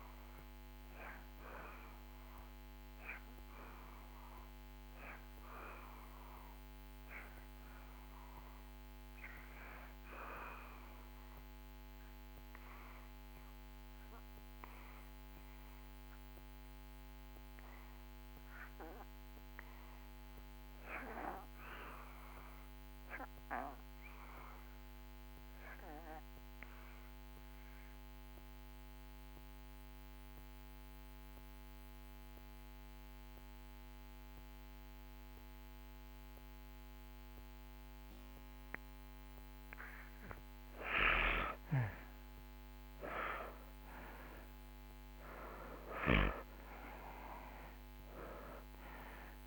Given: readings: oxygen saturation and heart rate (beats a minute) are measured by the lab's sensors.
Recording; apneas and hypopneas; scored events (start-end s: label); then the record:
breathing in sleep by a microphone on the trachea; 1
0.00-19.50 s: oxygen desaturation (device-marked, oxygen 81% lowest)
0.50-40.00 s: obstructive apnea (oxygen 88% before, 71% lowest)
30.50-49.47 s: oxygen desaturation (device-marked, oxygen 95% before, 71% lowest)
42.00-46.50 s: arousal
From the record:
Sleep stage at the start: N2 (light sleep); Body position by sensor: on the back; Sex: male